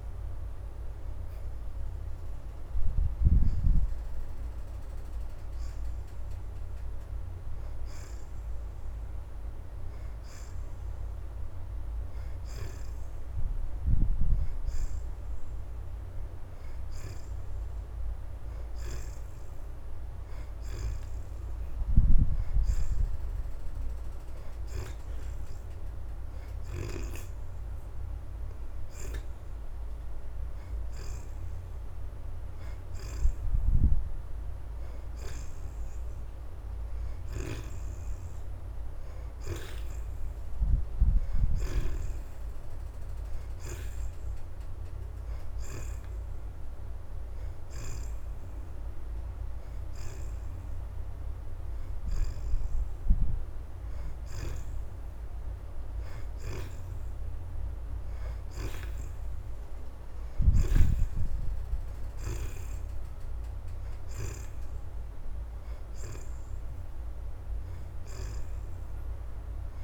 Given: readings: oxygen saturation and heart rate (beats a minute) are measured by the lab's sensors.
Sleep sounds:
breathing in sleep by a room microphone; none
2.00-17.00 s: oxygen desaturation (device-marked, oxygen 76% before, 69% lowest, heart rate 82 before, 80 extreme)
19.00-38.00 s: oxygen desaturation (device-marked, oxygen 76% before, 70% lowest, heart rate 82 before, 84 extreme)
From the record:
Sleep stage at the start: N2 (light sleep); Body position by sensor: on the back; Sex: female

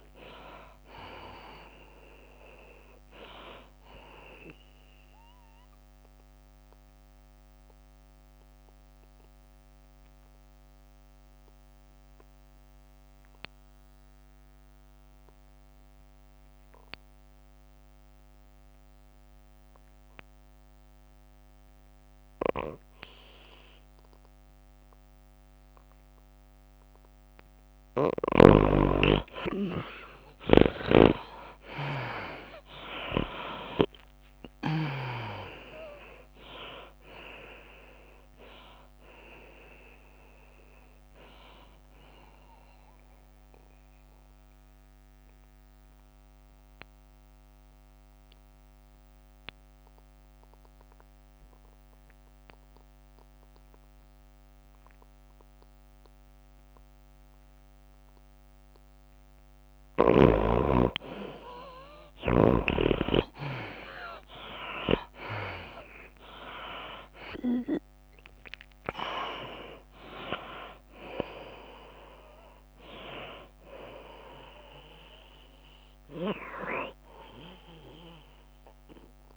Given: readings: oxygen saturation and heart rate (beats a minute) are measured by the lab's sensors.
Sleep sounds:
breathing in sleep by a microphone on the trachea; 2
0.00-5.50 s: tachycardia (device-marked, heart rate 109 extreme)
0.00-11.50 s: drop in pulse transit time (device-marked, heart rate 99 extreme)
0.00-17.50 s: oxygen desaturation (device-marked, oxygen 79% lowest, heart rate 90 extreme)
8.00-28.00 s: obstructive apnea (oxygen 98% before, 77% lowest, heart rate 99 before, 90 extreme, up 27 after)
28.50-44.50 s: tachycardia (device-marked, heart rate 98 before, 121 extreme)
29.50-59.50 s: oxygen desaturation (device-marked, oxygen 98% before, 77% lowest, heart rate 93 before, 91 extreme)
31.00-35.50 s: arousal
35.50-49.50 s: drop in pulse transit time (device-marked, heart rate 96 before, 100 extreme)
37.00-39.00 s: long interval between heartbeats (device-marked, heart rate 97 before, 119 extreme)
39.00-41.00 s: long interval between heartbeats (device-marked, heart rate 99 before, 119 extreme)
45.00-60.00 s: obstructive apnea (oxygen 98% before, 77% lowest, heart rate 108 before, 91 extreme, up 7 after)
61.50-79.36 s: oxygen desaturation (device-marked, oxygen 97% before, 80% lowest, heart rate 100 before, 88 extreme)
66.00-70.50 s: arousal
66.50-79.36 s: drop in pulse transit time (device-marked, heart rate 96 before, 97 extreme)
69.50-76.50 s: tachycardia (device-marked, heart rate 99 before, 103 extreme)
From the record:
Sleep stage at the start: N2 (light sleep); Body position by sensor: on the back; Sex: female

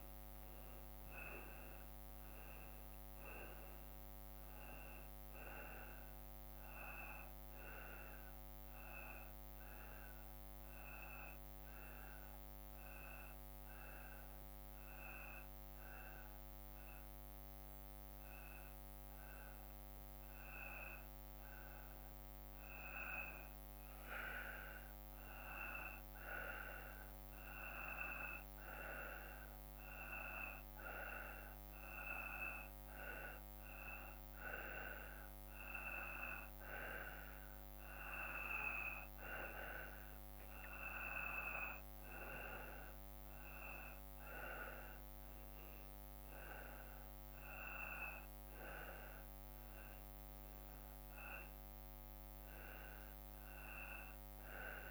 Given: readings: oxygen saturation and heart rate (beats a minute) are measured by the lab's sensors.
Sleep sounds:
breathing in sleep by a microphone on the trachea; 1
0.00-13.50 s: oxygen desaturation (device-marked, oxygen 87% lowest, heart rate 53 extreme)
11.50-24.00 s: hypopnea (oxygen 97% before, 92% lowest, heart rate 58 before, 53 extreme, up 3 after)
26.00-30.00 s: arousal
32.50-54.91 s: oxygen desaturation (device-marked, oxygen 96% before, 92% lowest, heart rate 55 before, 54 extreme)
From the record:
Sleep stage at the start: N2 (light sleep); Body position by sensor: on the back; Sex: male

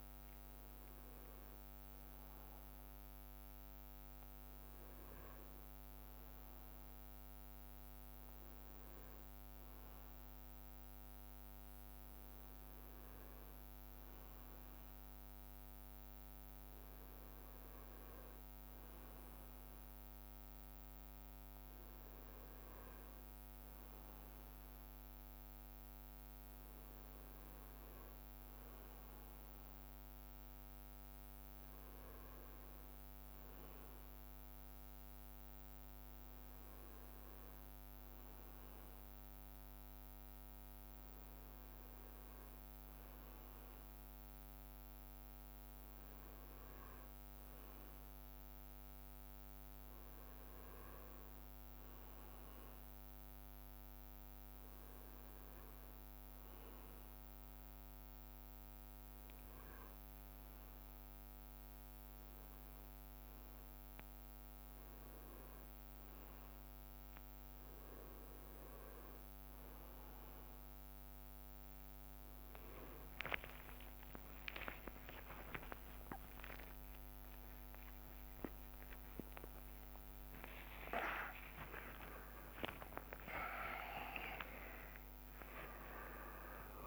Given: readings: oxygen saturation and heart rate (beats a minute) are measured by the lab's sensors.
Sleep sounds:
a person partly awake in a sleep study, by a microphone on the trachea; none
58.00-86.87 s: new sleep stage, awake
73.00-75.00 s: long interval between heartbeats (device-marked, heart rate 61 before, 72 extreme)
73.00-86.87 s: tachycardia (device-marked, heart rate 64 before, 145 extreme)
76.00-78.00 s: long interval between heartbeats (device-marked, heart rate 63 before, 103 extreme)
79.00-86.87 s: drop in pulse transit time (device-marked, heart rate 70 before, 121 extreme)
79.50-81.50 s: long interval between heartbeats (device-marked, heart rate 70 before, 121 extreme)
82.00-84.00 s: long interval between heartbeats (device-marked, heart rate 80 before, 125 extreme)
From the record:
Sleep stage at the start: N1 (lightest sleep); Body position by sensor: on the right side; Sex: male

